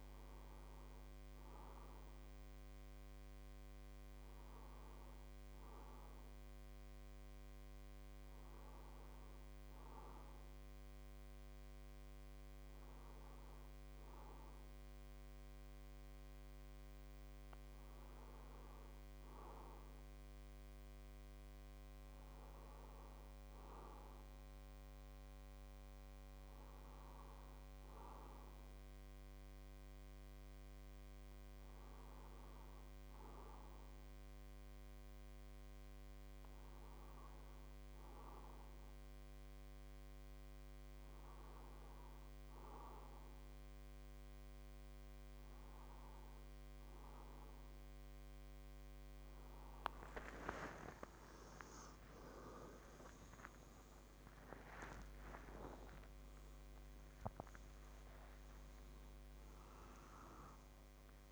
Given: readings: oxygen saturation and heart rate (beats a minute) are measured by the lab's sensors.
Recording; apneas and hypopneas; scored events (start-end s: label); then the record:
a person partly awake in a sleep study, by a microphone on the trachea; none
36.00-61.32 s: new sleep stage, awake
From the record:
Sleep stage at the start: N2 (light sleep); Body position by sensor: on the right side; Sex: male